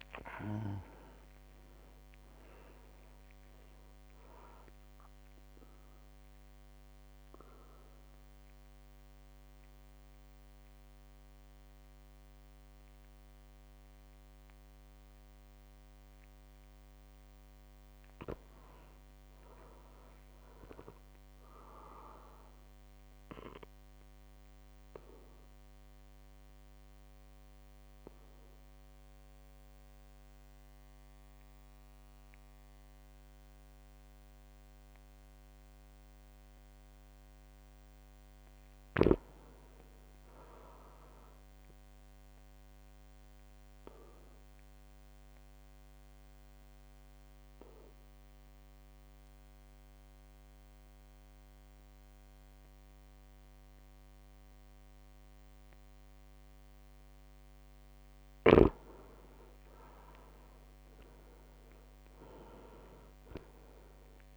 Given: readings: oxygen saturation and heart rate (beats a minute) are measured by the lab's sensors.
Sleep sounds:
breathing in sleep by a microphone on the trachea; 3
0.00-2.50 s: arousal
0.00-4.50 s: drop in pulse transit time (device-marked, heart rate 60 extreme)
3.50-16.50 s: oxygen desaturation (device-marked, oxygen 99% before, 96% lowest, heart rate 64 before, 55 extreme)
6.00-16.50 s: obstructive apnea (oxygen 99% before, 96% lowest, heart rate 66 before, 55 extreme, up 6 after)
18.50-21.00 s: arousal
24.00-37.50 s: obstructive apnea (oxygen 100% before, 95% lowest, heart rate 60 before, 56 extreme, up 4 after)
39.00-41.00 s: arousal
43.50-57.00 s: obstructive apnea (oxygen 100% before, 95% lowest, heart rate 59 before, 56 extreme, up 4 after)
53.50-55.50 s: long interval between heartbeats (device-marked, heart rate 59 before, 58 extreme)
60.00-64.00 s: arousal
From the record:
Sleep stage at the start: REM sleep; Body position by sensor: on the back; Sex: male

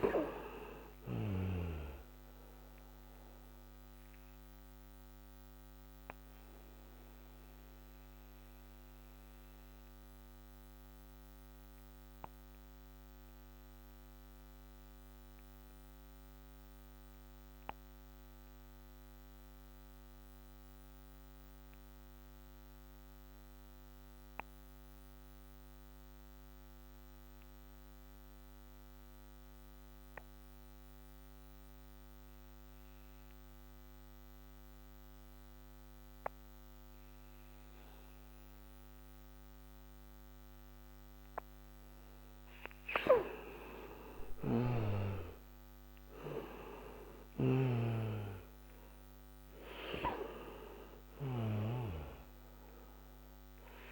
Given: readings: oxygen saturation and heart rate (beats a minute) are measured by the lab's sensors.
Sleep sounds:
breathing in sleep by a microphone on the trachea; 1
0.00-25.50 s: oxygen desaturation (device-marked, oxygen 87% lowest, heart rate 57 extreme)
5.50-39.50 s: obstructive apnea (oxygen 98% before, 87% lowest, heart rate 68 before, 57 extreme, up 10 after)
42.50-47.50 s: arousal
44.00-47.50 s: snoring (device-marked)
From the record:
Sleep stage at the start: N2 (light sleep); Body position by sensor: on the back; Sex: male

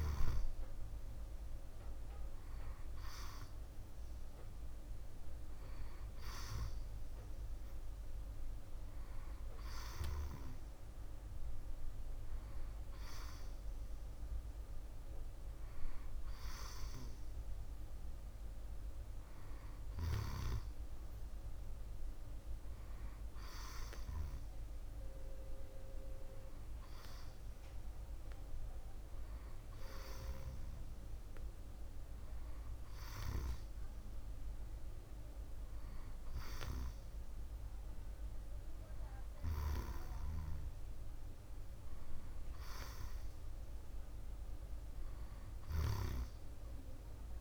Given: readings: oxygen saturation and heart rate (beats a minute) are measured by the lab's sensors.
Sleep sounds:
breathing in sleep by a room microphone; none
none scored
From the record:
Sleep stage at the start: N1 (lightest sleep); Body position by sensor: on the back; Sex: male

